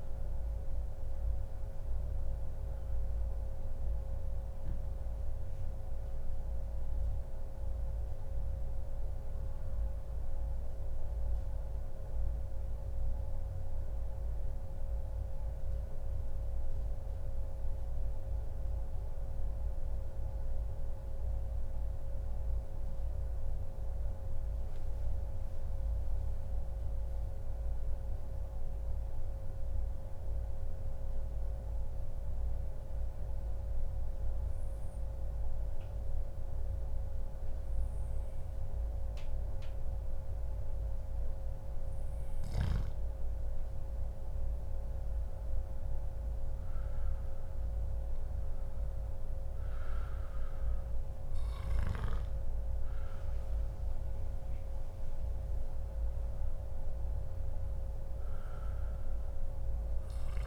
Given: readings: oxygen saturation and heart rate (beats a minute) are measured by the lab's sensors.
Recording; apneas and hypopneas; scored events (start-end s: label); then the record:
breathing in sleep, hard to hear, by a room microphone; 1
0.00-22.50 s: oxygen desaturation (device-marked, oxygen 91% lowest, heart rate 107 extreme)
22.50-25.50 s: arousal
26.50-40.00 s: mixed apnea (oxygen 98% before, 93% lowest, heart rate 134 before, 141 extreme, up 1 after)
42.50-46.00 s: arousal
49.50-60.47 s: oxygen desaturation (device-marked, oxygen 97% before, 93% lowest, heart rate 143 before, 97 extreme)
From the record:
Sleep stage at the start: N2 (light sleep); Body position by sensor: on the back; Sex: male